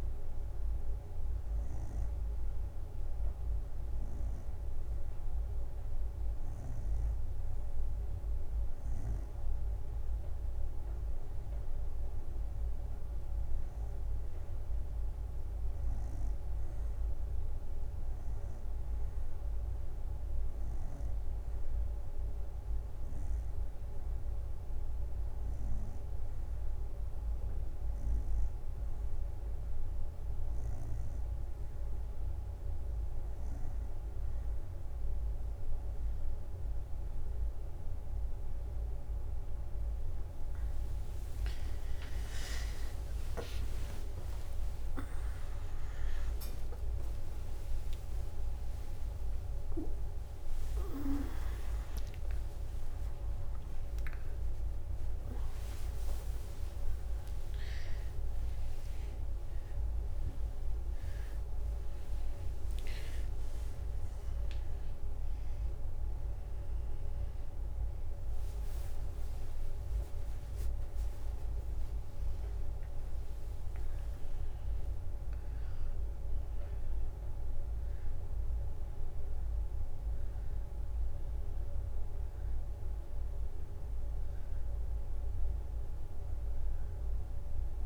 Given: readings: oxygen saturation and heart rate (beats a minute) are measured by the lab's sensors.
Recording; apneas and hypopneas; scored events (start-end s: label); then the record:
a person awake in a sleep study, hard to hear, by a room microphone; 1
12.50-16.50 s: arousal
22.00-32.00 s: hypopnea (oxygen 93% before, 89% lowest, heart rate 66 before, 62 extreme, up 6 after)
30.00-87.86 s: new sleep stage, awake
45.00-56.00 s: tachycardia (device-marked, heart rate 65 before, 184 extreme)
48.00-65.00 s: drop in pulse transit time (device-marked, heart rate 71 before, 76 extreme)
68.00-70.50 s: leg movement (device-marked)
From the record:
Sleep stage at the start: N2 (light sleep); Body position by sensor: on the right side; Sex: female